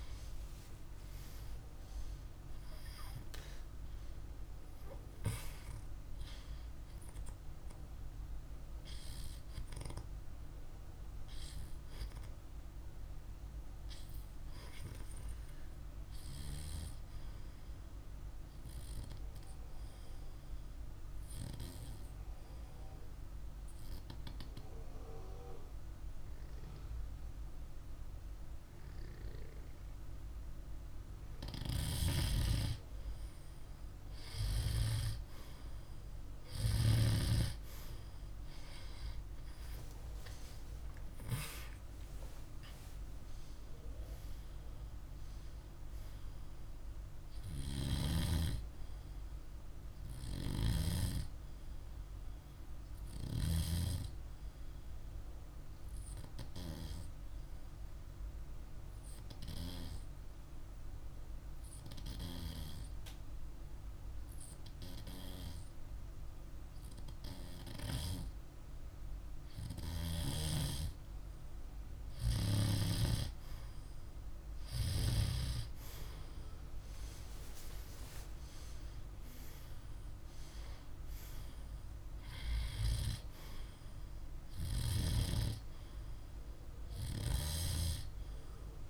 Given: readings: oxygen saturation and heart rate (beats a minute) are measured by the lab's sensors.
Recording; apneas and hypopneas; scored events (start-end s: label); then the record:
breathing in sleep by a room microphone; 2
0.00-1.00 s: arousal
1.50-14.50 s: oxygen desaturation (device-marked, oxygen 99% before, 95% lowest, heart rate 49 before, 49 extreme)
22.00-32.00 s: obstructive apnea (oxygen 99% before, 95% lowest, heart rate 51 before, 49 extreme, up 14 after)
38.00-42.00 s: arousal
49.50-59.50 s: oxygen desaturation (device-marked, oxygen 98% before, 95% lowest, heart rate 56 before, 48 extreme)
56.00-69.50 s: hypopnea (oxygen 98% before, 93% lowest, heart rate 56 before, 48 extreme, up 1 after)
73.50-78.50 s: arousal
From the record:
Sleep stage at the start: N2 (light sleep); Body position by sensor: on the back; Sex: male